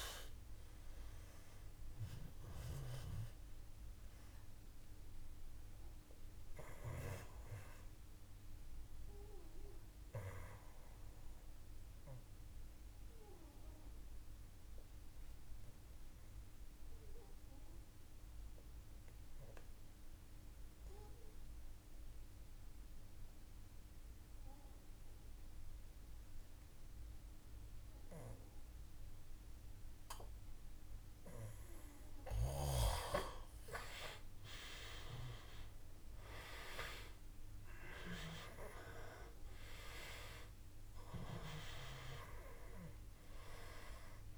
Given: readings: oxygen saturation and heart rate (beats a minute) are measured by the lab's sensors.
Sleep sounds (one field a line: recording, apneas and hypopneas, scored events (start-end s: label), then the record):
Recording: breathing in sleep by a room microphone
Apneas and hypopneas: 1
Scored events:
0.00-17.50 s: oxygen desaturation (device-marked, oxygen 87% lowest, heart rate 52 extreme)
1.50-30.50 s: obstructive apnea (oxygen 97% before, 87% lowest, heart rate 57 before, 52 extreme, up 5 after)
36.00-39.50 s: arousal
36.50-44.38 s: oxygen desaturation (device-marked, oxygen 97% before, 87% lowest, heart rate 56 before, 52 extreme)
From the record:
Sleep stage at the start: N2 (light sleep)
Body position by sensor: on the back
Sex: male